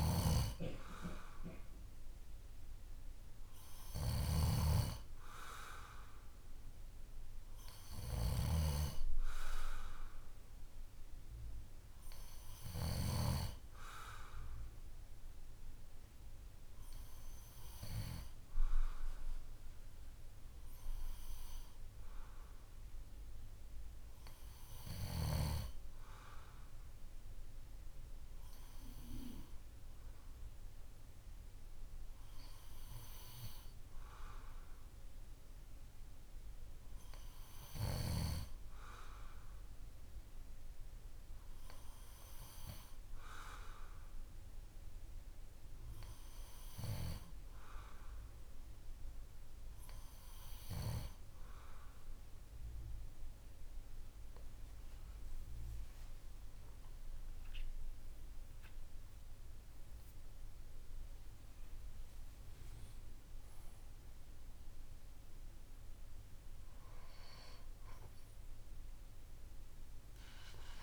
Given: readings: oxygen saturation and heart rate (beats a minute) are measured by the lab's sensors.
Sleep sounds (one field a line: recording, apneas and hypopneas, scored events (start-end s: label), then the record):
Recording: breathing in sleep by a room microphone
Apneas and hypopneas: none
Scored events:
0.00-4.50 s: snoring (device-marked)
56.00-59.50 s: arousal
From the record:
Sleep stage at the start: N2 (light sleep)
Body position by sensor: on the back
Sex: male